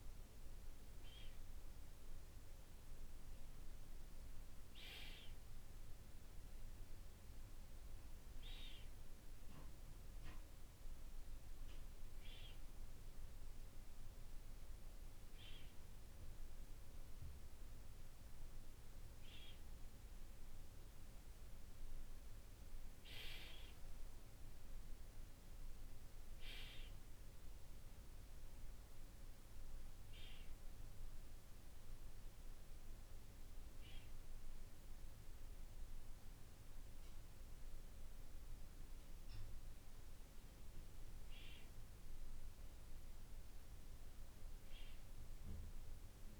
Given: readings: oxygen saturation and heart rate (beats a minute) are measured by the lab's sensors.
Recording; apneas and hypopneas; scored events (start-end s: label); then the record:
breathing in sleep by a room microphone; none
none scored
From the record:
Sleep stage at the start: N2 (light sleep); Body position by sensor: on the back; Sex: male